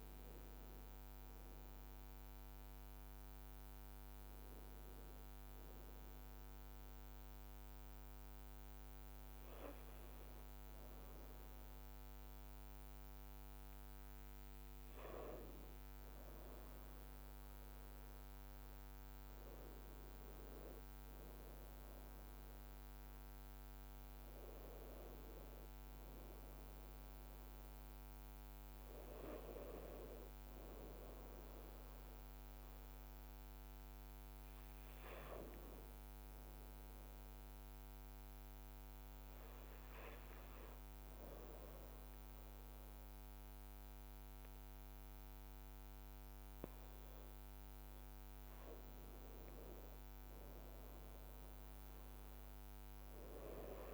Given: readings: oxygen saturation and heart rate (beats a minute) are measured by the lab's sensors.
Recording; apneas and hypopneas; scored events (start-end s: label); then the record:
breathing in sleep by a microphone on the trachea; 2
3.00-14.50 s: hypopnea (oxygen 99% before, 95% lowest, heart rate 72 before, 55 extreme, up 0 after)
17.00-20.50 s: arousal
25.50-53.94 s: new sleep stage, N2 (light sleep)
36.00-46.50 s: leg movement (device-marked)
36.00-48.50 s: obstructive apnea (oxygen 98% before, 93% lowest, heart rate 56 before, 55 extreme, up 1 after)
50.50-53.00 s: arousal
From the record:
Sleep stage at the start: N1 (lightest sleep); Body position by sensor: on the right side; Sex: male